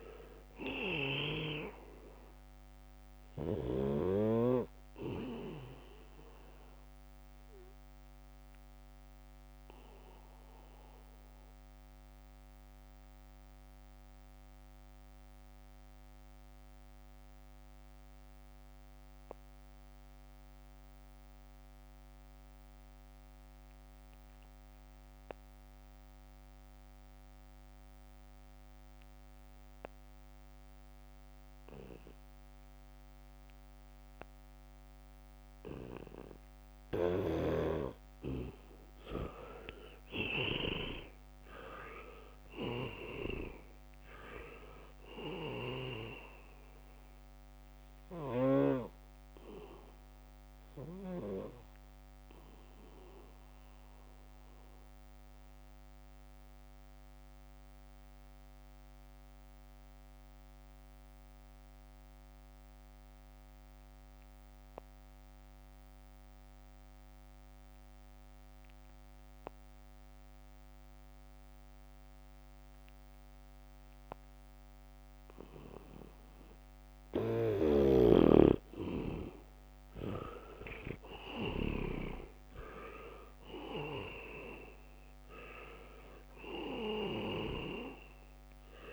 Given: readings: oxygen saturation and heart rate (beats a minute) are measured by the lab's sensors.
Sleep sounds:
breathing in sleep by a microphone on the trachea; 2
0.00-1.50 s: leg movement (device-marked)
0.00-16.00 s: oxygen desaturation (device-marked, oxygen 77% lowest, heart rate 61 extreme)
3.50-6.50 s: leg movement (device-marked)
7.00-36.50 s: obstructive apnea (oxygen 98% before, 74% lowest, heart rate 67 before, 61 extreme, up 5 after)
24.00-26.50 s: leg movement (device-marked)
28.00-66.00 s: oxygen desaturation (device-marked, oxygen 99% before, 74% lowest, heart rate 73 before, 61 extreme)
38.50-42.50 s: arousal
51.00-77.50 s: mixed apnea (oxygen 99% before, 74% lowest, heart rate 66 before, 64 extreme, up 3 after)
71.00-88.93 s: oxygen desaturation (device-marked, oxygen 99% before, 75% lowest, heart rate 73 before, 64 extreme)
73.00-74.50 s: leg movement (device-marked)
77.50-82.00 s: snoring (device-marked)
80.00-84.50 s: arousal
From the record:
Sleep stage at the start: N2 (light sleep); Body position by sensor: on the back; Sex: male

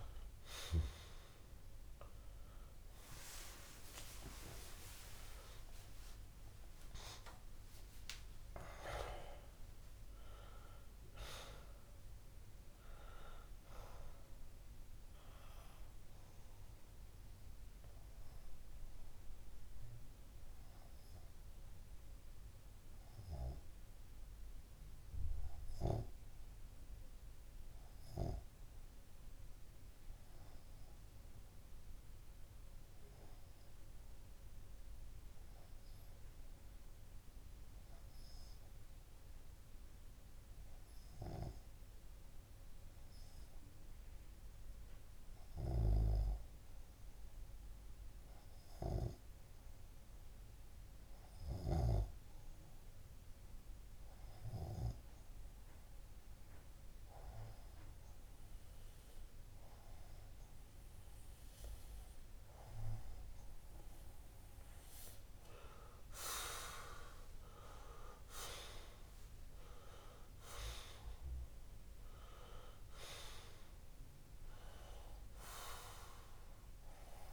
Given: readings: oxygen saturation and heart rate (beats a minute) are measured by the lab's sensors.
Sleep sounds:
breathing in sleep by a room microphone; 1
0.00-3.50 s: arousal
0.00-14.00 s: oxygen desaturation (device-marked, oxygen 95% lowest)
19.50-65.00 s: obstructive apnea (oxygen 99% before, 93% lowest)
52.00-77.33 s: oxygen desaturation (device-marked, oxygen 99% before, 93% lowest)
66.50-70.00 s: arousal
From the record:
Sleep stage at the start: N2 (light sleep); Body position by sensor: on the left side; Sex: male

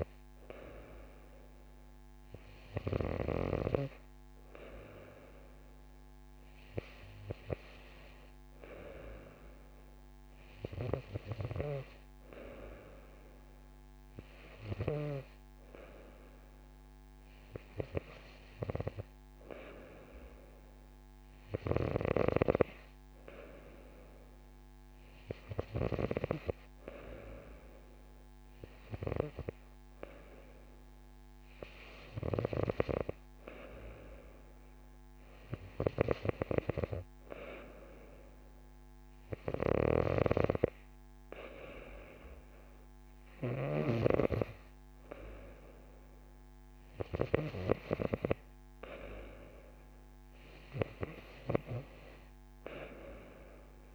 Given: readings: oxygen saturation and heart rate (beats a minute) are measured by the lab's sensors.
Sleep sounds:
breathing in sleep by a microphone on the trachea; none
none scored
From the record:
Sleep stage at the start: N2 (light sleep); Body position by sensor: on the right side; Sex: female

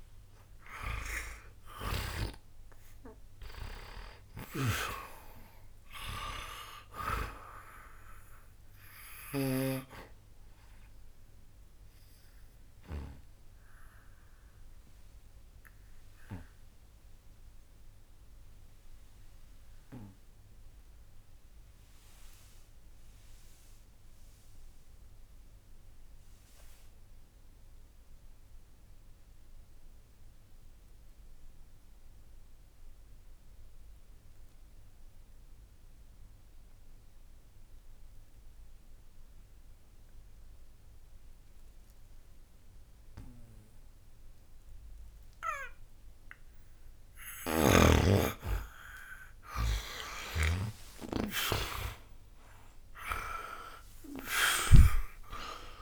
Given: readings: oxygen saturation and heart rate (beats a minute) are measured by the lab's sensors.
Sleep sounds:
breathing in sleep by a room microphone; 1
0.00-32.00 s: oxygen desaturation (device-marked, oxygen 83% lowest, heart rate 62 extreme)
4.00-9.50 s: snoring (device-marked)
14.00-47.50 s: obstructive apnea (oxygen 99% before, 77% lowest, heart rate 64 before, 62 extreme, up 35 after)
20.00-55.82 s: new sleep stage, N2 (light sleep)
47.00-51.00 s: snoring (device-marked)
49.00-55.82 s: oxygen desaturation (device-marked, oxygen 98% before, 77% lowest, heart rate 64 before, 61 extreme)
50.50-55.82 s: arousal
From the record:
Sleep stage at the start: N1 (lightest sleep); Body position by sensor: on the back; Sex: male

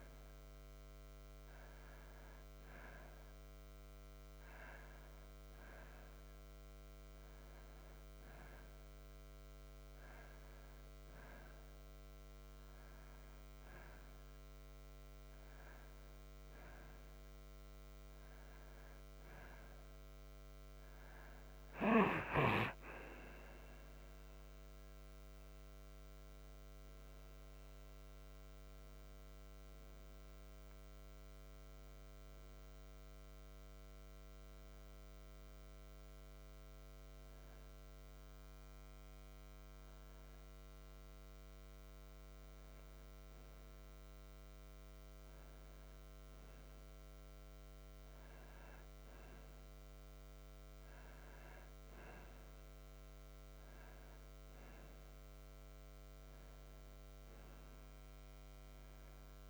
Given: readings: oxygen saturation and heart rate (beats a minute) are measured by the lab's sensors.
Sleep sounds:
breathing in sleep, hard to hear, by a microphone on the trachea; none
20.00-59.49 s: new sleep stage, N1 (lightest sleep)
From the record:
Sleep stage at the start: N2 (light sleep); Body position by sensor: on the back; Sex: male

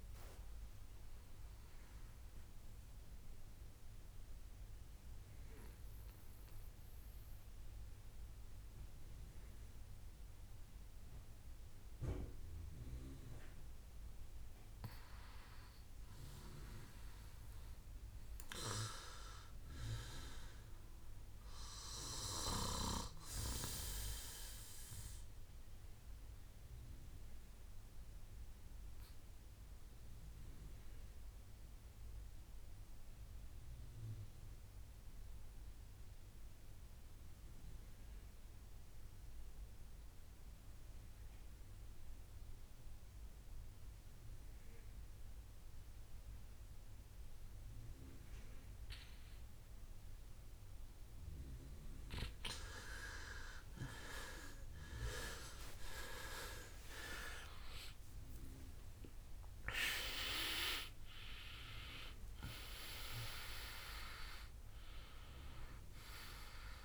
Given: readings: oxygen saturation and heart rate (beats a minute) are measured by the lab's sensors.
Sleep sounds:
breathing in sleep by a room microphone; 2
0.00-8.00 s: oxygen desaturation (device-marked, oxygen 94% lowest, heart rate 63 extreme)
3.00-14.00 s: central apnea (oxygen 98% before, 90% lowest, heart rate 72 before, 62 extreme, up 4 after)
16.00-19.50 s: arousal
26.00-52.00 s: mixed apnea (oxygen 98% before, 90% lowest, heart rate 67 before, 61 extreme, up 18 after)
48.00-66.85 s: oxygen desaturation (device-marked, oxygen 97% before, 90% lowest, heart rate 65 before, 64 extreme)
54.50-57.50 s: arousal
From the record:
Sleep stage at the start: N2 (light sleep); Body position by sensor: on the right side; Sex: male

